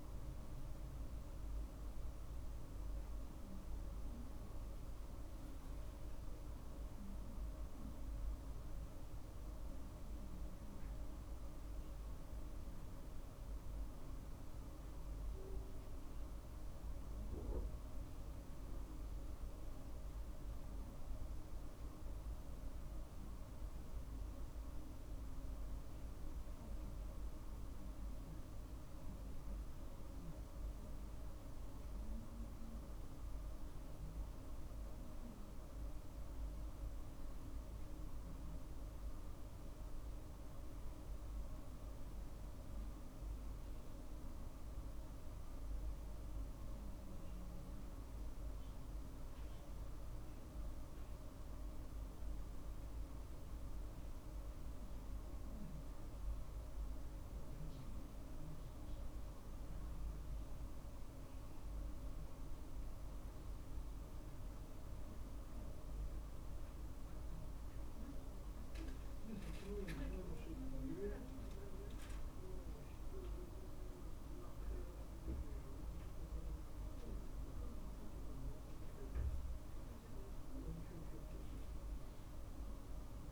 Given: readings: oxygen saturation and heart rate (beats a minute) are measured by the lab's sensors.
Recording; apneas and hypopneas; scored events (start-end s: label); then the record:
a person awake in a sleep study, hard to hear, by a room microphone; none
none scored
From the record:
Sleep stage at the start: awake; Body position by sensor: on the right side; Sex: male